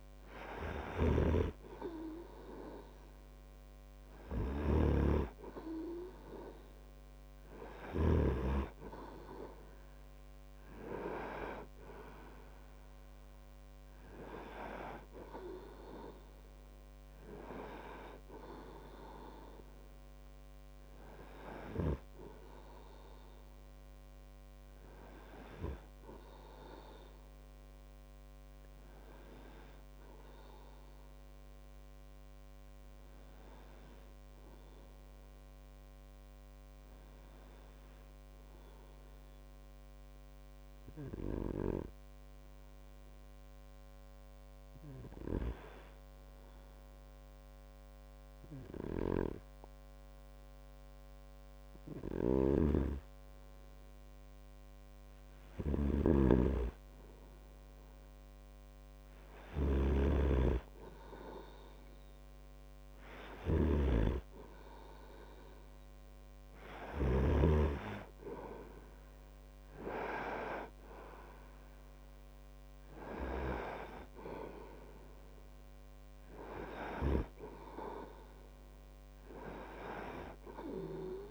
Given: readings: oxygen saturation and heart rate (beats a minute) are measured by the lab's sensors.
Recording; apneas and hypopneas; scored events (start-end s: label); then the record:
breathing in sleep by a microphone on the trachea; 1
0.00-8.50 s: snoring (device-marked)
7.00-26.00 s: oxygen desaturation (device-marked, oxygen 98% before, 94% lowest)
34.50-56.00 s: hypopnea (oxygen 98% before, 94% lowest)
52.50-67.50 s: snoring (device-marked)
62.00-66.00 s: arousal
75.00-81.31 s: oxygen desaturation (device-marked, oxygen 97% before, 94% lowest)
From the record:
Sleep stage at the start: N2 (light sleep); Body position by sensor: on the right side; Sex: male